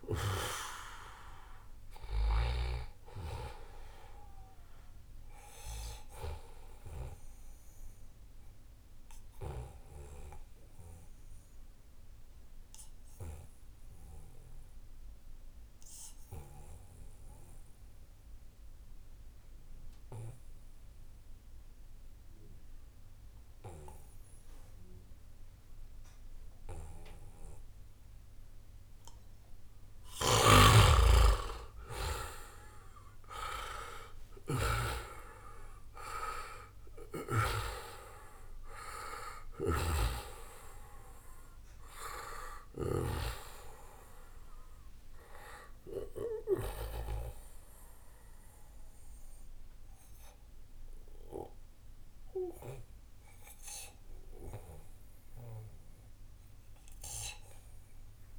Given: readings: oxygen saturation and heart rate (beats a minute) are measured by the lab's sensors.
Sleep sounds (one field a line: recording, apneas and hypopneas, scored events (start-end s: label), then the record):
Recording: breathing in sleep by a room microphone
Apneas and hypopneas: 1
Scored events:
0.00-18.50 s: oxygen desaturation (device-marked, oxygen 92% lowest, heart rate 70 extreme)
6.00-29.50 s: obstructive apnea (oxygen 96% before, 89% lowest, heart rate 76 before, 70 extreme, up 5 after)
30.50-55.50 s: oxygen desaturation (device-marked, oxygen 96% before, 89% lowest, heart rate 74 before, 75 extreme)
31.00-34.50 s: arousal
45.00-47.00 s: long interval between heartbeats (device-marked, heart rate 76 before, 94 extreme)
From the record:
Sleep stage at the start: N2 (light sleep)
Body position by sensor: on the right side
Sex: male